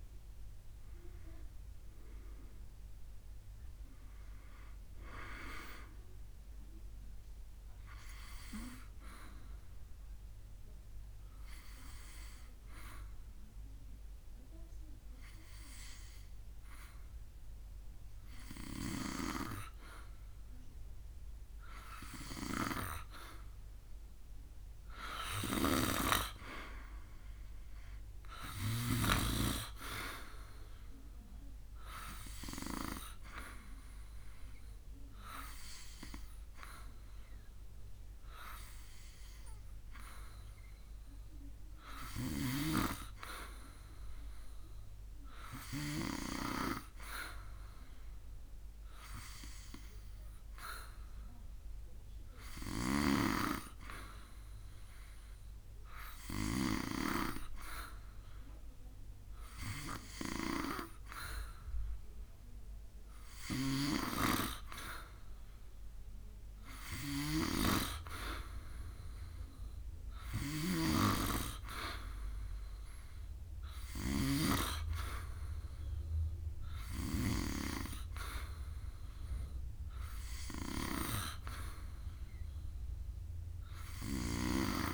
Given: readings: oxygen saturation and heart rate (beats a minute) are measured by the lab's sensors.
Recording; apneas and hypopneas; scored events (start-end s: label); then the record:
breathing in sleep by a room microphone; 1
0.00-1.00 s: arousal
9.50-20.00 s: obstructive apnea (oxygen 93% before, 91% lowest, heart rate 75 before, 69 extreme, up 0 after)
24.00-27.50 s: arousal
45.50-57.50 s: oxygen desaturation (device-marked, oxygen 95% before, 91% lowest, heart rate 72 before, 73 extreme)
70.00-74.00 s: snoring (device-marked)
From the record:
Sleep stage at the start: N2 (light sleep); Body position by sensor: on the back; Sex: male